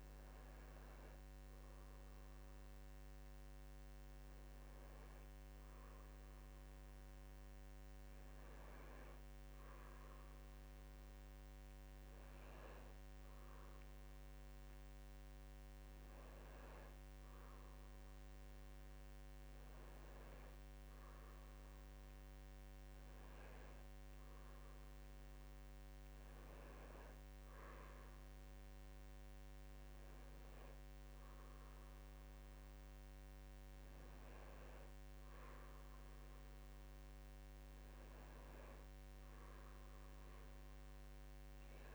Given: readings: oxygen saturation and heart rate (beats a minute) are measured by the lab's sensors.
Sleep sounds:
breathing in sleep, hard to hear, by a microphone on the trachea; none
0.00-10.50 s: oxygen desaturation (device-marked, oxygen 94% lowest, heart rate 63 extreme)
29.50-39.50 s: drop in pulse transit time (device-marked, heart rate 66 before, 62 extreme)
From the record:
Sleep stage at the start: REM sleep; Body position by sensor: on the back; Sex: male

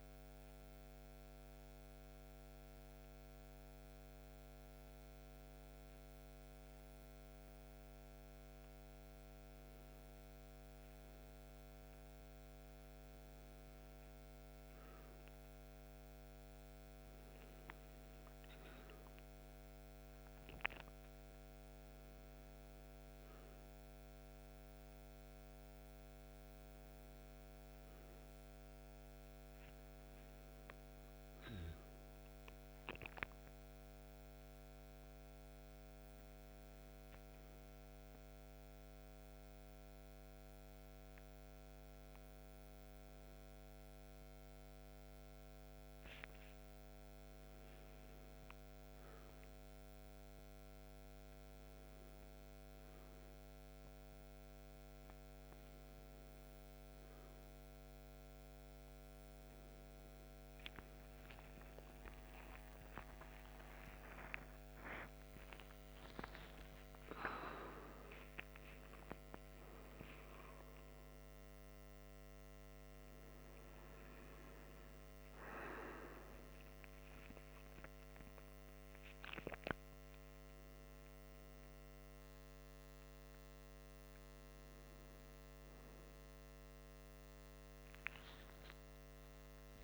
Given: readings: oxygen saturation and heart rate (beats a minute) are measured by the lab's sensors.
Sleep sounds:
a person partly awake in a sleep study, hard to hear, by a microphone on the trachea; none
51.00-81.00 s: new sleep stage, awake
81.00-89.84 s: new sleep stage, N1 (lightest sleep)
83.00-89.84 s: oxygen desaturation (device-marked, oxygen 97% before, 94% lowest, heart rate 94 before, 52 extreme)
From the record:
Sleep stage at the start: N2 (light sleep); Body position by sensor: on the left side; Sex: male

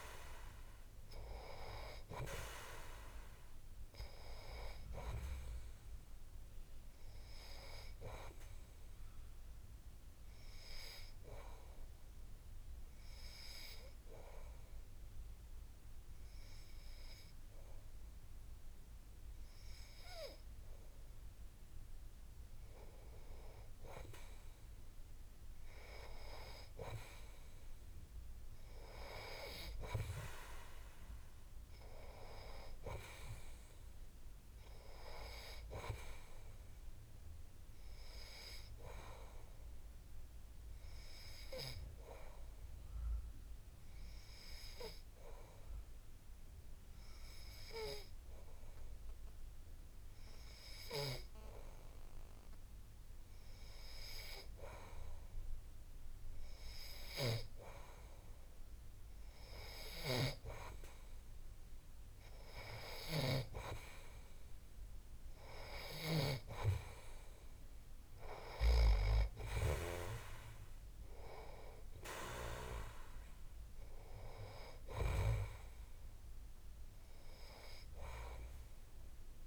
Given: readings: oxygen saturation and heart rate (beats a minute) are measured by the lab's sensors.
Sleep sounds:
breathing in sleep by a room microphone; 2
11.50-23.00 s: obstructive apnea (oxygen 96% before, 92% lowest)
25.50-30.50 s: arousal
40.50-54.00 s: obstructive apnea (oxygen 95% before, 92% lowest)
57.50-61.00 s: arousal
From the record:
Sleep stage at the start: N2 (light sleep); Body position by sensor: on the back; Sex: male

